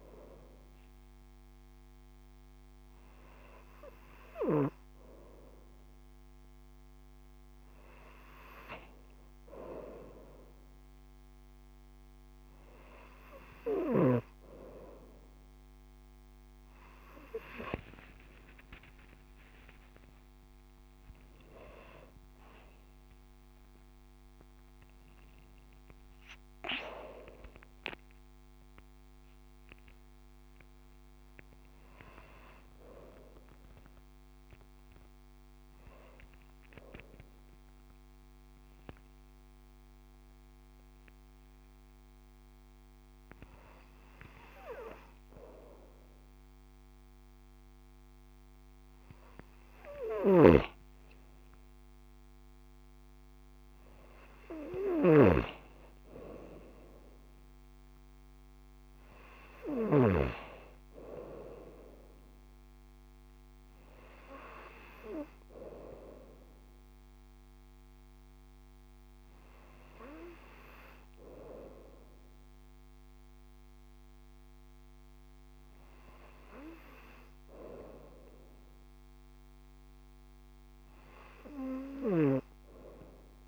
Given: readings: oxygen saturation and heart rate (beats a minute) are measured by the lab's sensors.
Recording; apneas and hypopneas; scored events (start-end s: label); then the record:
breathing in sleep by a microphone on the trachea; none
18.00-23.00 s: arousal
From the record:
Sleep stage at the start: N2 (light sleep); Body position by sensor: on the front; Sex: female